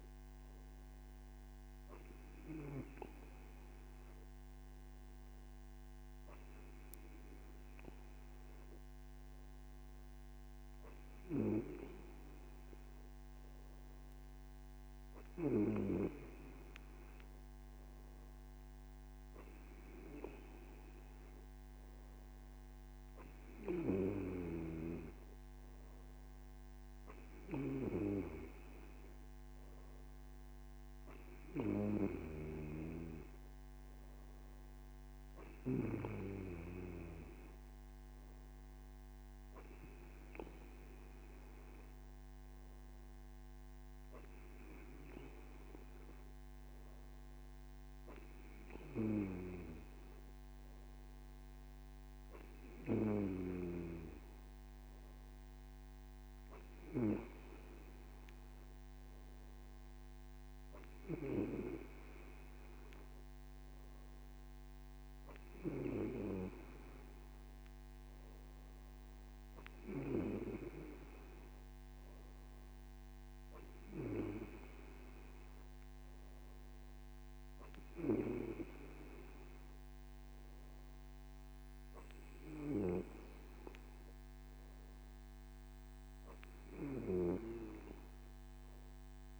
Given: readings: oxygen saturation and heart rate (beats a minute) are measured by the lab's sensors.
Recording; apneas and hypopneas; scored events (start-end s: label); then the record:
breathing in sleep by a microphone on the trachea; none
none scored
From the record:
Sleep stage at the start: N2 (light sleep); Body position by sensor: on the right side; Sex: male